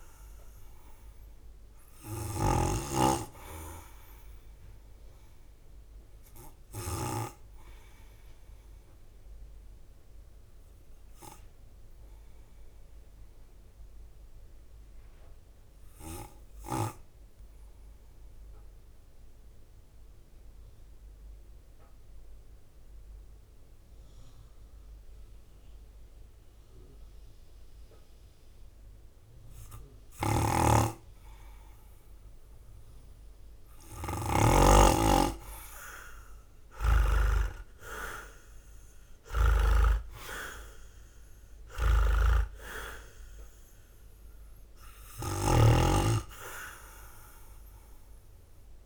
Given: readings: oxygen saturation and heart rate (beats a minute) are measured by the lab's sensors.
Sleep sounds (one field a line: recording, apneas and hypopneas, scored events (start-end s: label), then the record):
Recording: breathing in sleep by a room microphone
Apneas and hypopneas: 1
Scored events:
0.00-9.00 s: drop in pulse transit time (device-marked, heart rate 55 extreme)
0.00-14.00 s: oxygen desaturation (device-marked, oxygen 95% lowest, heart rate 52 extreme)
5.50-31.50 s: obstructive apnea (oxygen 99% before, 93% lowest, heart rate 58 before, 52 extreme, up 10 after)
29.50-34.00 s: snoring (device-marked)
35.00-39.00 s: arousal
36.00-48.86 s: drop in pulse transit time (device-marked, heart rate 54 before, 56 extreme)
From the record:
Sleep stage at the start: N2 (light sleep)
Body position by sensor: on the right side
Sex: male